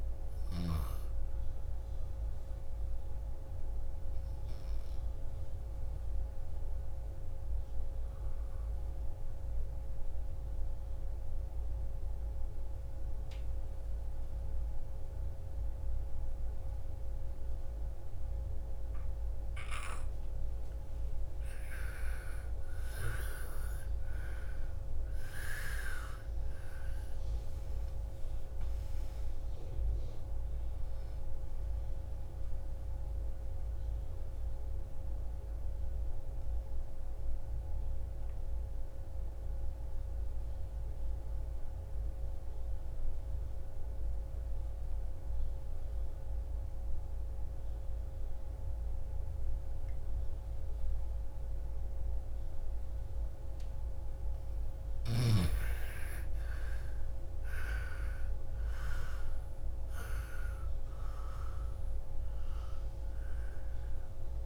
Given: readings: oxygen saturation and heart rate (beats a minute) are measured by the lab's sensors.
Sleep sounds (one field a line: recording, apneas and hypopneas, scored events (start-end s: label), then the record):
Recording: breathing in sleep by a room microphone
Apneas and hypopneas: 2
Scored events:
0.00-23.50 s: oxygen desaturation (device-marked, oxygen 88% lowest, heart rate 30 extreme)
5.50-21.50 s: obstructive apnea (oxygen 98% before, 82% lowest, heart rate 59 before, 30 extreme, up 44 after)
23.50-29.50 s: arousal
25.50-47.50 s: oxygen desaturation (device-marked, oxygen 98% before, 87% lowest, heart rate 50 before, 37 extreme)
34.00-54.50 s: obstructive apnea (oxygen 98% before, 82% lowest, heart rate 55 before, 37 extreme, up 34 after)
55.50-58.50 s: arousal
55.50-64.46 s: oxygen desaturation (device-marked, oxygen 99% before, 82% lowest, heart rate 52 before, 46 extreme)
From the record:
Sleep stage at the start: N2 (light sleep)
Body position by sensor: on the back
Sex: female